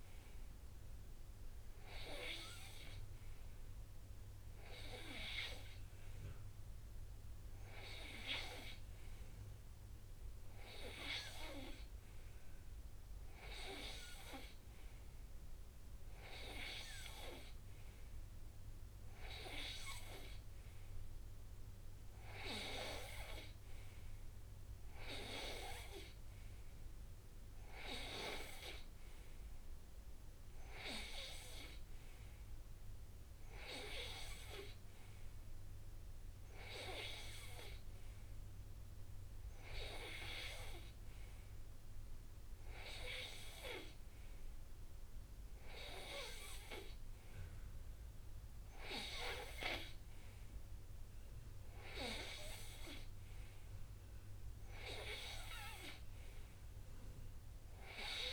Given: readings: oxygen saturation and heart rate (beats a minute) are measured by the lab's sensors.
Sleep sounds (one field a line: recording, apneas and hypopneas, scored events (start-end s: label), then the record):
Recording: breathing in sleep by a room microphone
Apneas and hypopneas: none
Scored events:
none scored
From the record:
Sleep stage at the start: N2 (light sleep)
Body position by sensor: on the right side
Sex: male